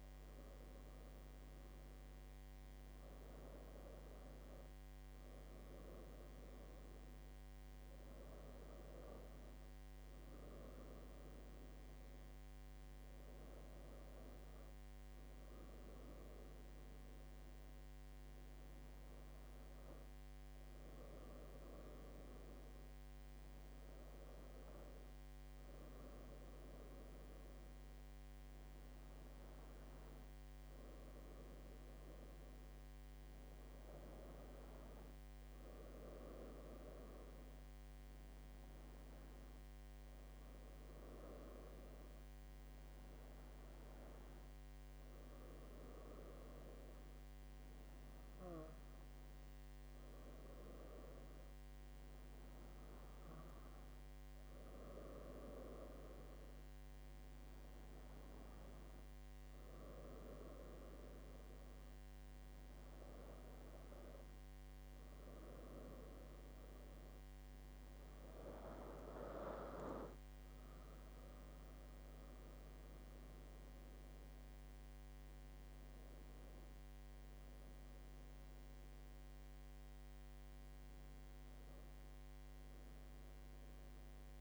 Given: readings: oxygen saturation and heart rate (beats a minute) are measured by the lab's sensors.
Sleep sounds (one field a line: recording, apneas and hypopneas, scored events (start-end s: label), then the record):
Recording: breathing in sleep by a microphone on the trachea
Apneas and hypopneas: none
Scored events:
none scored
From the record:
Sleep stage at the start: N1 (lightest sleep)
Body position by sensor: on the right side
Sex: female